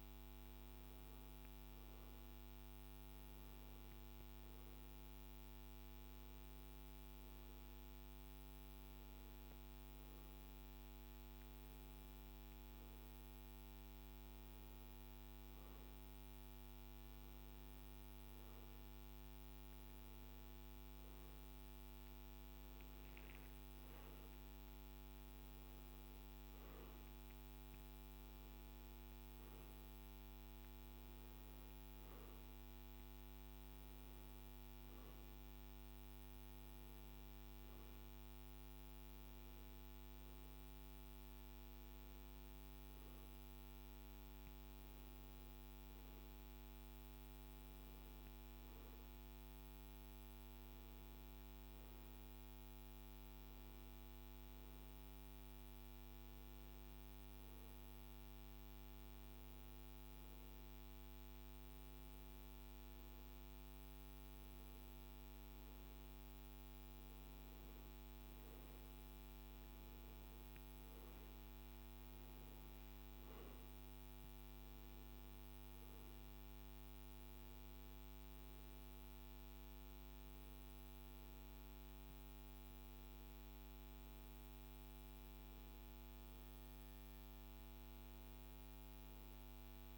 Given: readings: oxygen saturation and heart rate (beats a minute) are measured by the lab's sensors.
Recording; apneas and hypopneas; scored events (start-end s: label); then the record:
breathing in sleep, hard to hear, by a microphone on the trachea; none
none scored
From the record:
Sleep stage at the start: N1 (lightest sleep); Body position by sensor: on the right side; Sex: male